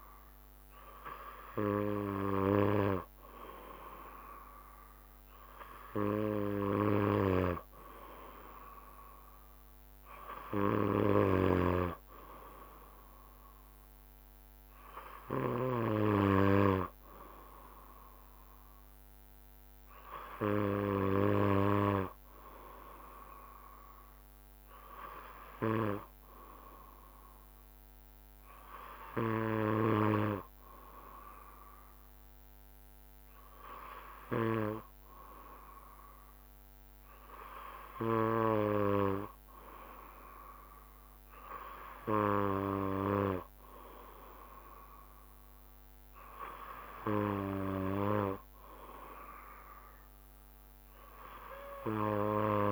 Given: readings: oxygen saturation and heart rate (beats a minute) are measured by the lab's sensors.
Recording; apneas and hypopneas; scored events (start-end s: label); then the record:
breathing in sleep by a microphone on the trachea; none
none scored
From the record:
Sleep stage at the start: N2 (light sleep); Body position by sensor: on the back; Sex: male